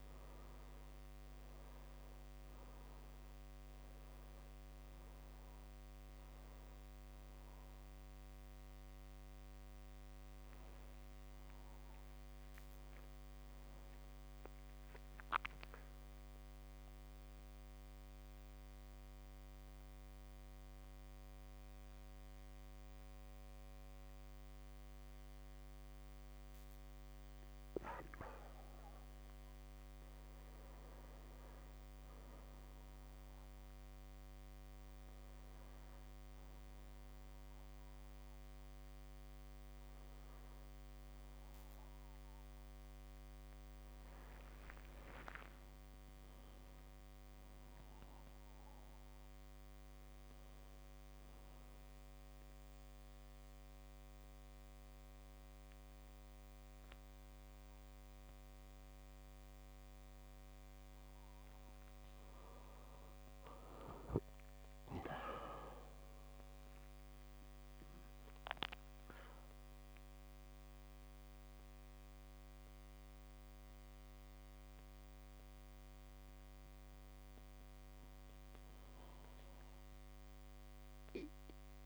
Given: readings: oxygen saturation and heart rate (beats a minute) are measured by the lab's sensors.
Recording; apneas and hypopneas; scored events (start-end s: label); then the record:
breathing in sleep, hard to hear, by a microphone on the trachea; 2
3.00-25.00 s: oxygen desaturation (device-marked, oxygen 100% before, 94% lowest)
12.00-14.00 s: long interval between heartbeats (device-marked)
19.50-30.50 s: mixed apnea (oxygen 100% before, 94% lowest)
42.00-45.00 s: arousal
45.00-47.00 s: long interval between heartbeats (device-marked)
51.00-61.00 s: obstructive apnea (oxygen 100% before, 96% lowest)
78.00-81.86 s: new sleep stage, awake
From the record:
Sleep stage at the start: N2 (light sleep); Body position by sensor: on the back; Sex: male